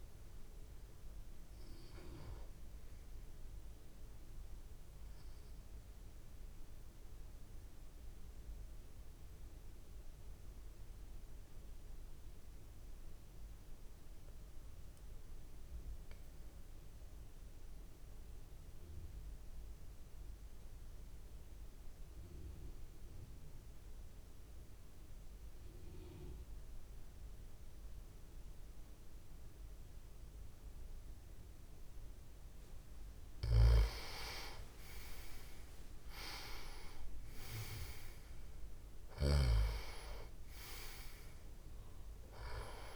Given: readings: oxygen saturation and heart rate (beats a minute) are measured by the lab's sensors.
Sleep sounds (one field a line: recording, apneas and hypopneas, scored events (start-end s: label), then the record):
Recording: breathing in sleep by a room microphone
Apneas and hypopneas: 1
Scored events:
0.00-12.50 s: oxygen desaturation (device-marked, oxygen 89% lowest)
6.50-32.50 s: obstructive apnea (oxygen 96% before, 90% lowest)
29.50-42.96 s: oxygen desaturation (device-marked, oxygen 98% before, 90% lowest)
33.00-39.50 s: snoring (device-marked)
35.00-39.50 s: arousal
From the record:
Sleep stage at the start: N2 (light sleep)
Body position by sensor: on the back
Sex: male